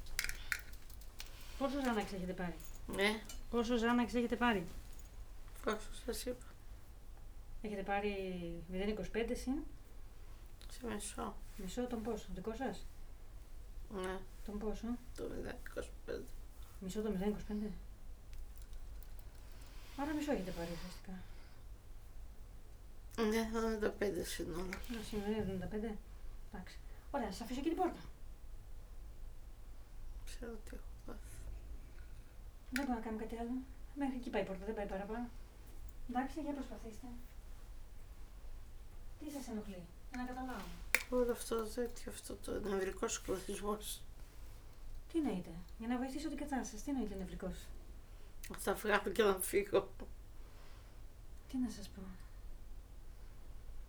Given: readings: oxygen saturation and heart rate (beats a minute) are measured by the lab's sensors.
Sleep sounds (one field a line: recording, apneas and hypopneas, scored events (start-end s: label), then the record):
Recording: a person awake in a sleep study, by a room microphone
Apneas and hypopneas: none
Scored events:
0.00-3.00 s: tachycardia (device-marked, heart rate 116 extreme)
26.00-42.00 s: oxygen desaturation (device-marked, oxygen 98% before, 94% lowest, heart rate 93 before, 91 extreme)
From the record:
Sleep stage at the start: awake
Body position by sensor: on the back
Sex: female